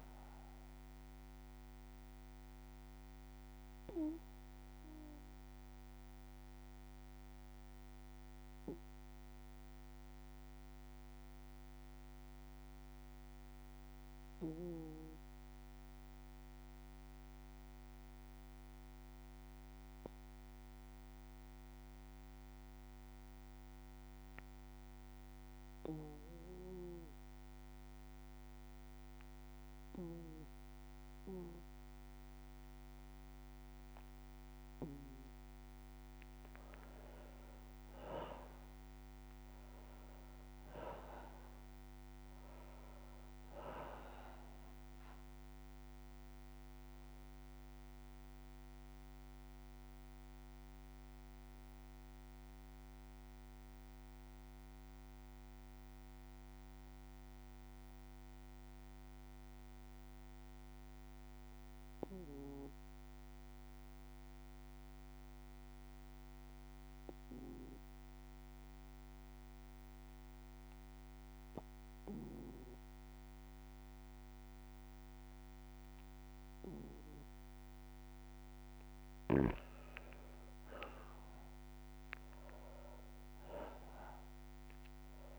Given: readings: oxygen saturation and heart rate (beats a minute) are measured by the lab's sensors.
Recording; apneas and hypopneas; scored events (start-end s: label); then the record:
breathing in sleep by a microphone on the trachea; 2
0.00-20.50 s: oxygen desaturation (device-marked, oxygen 92% lowest, heart rate 55 extreme)
0.50-30.50 s: bradycardia (device-marked, heart rate 62 before, 55 extreme)
3.00-34.00 s: obstructive apnea (oxygen 99% before, 91% lowest, heart rate 60 before, 55 extreme, up 6 after)
34.50-65.50 s: oxygen desaturation (device-marked, oxygen 98% before, 91% lowest, heart rate 57 before, 57 extreme)
36.50-40.00 s: arousal
47.50-68.50 s: bradycardia (device-marked, heart rate 59 before, 57 extreme)
49.00-78.00 s: obstructive apnea (oxygen 99% before, 91% lowest, heart rate 61 before, 54 extreme, up 3 after)
78.50-85.39 s: oxygen desaturation (device-marked, oxygen 99% before, 92% lowest, heart rate 58 before, 53 extreme)
80.50-85.39 s: arousal
From the record:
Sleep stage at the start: N2 (light sleep); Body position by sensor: on the back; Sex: male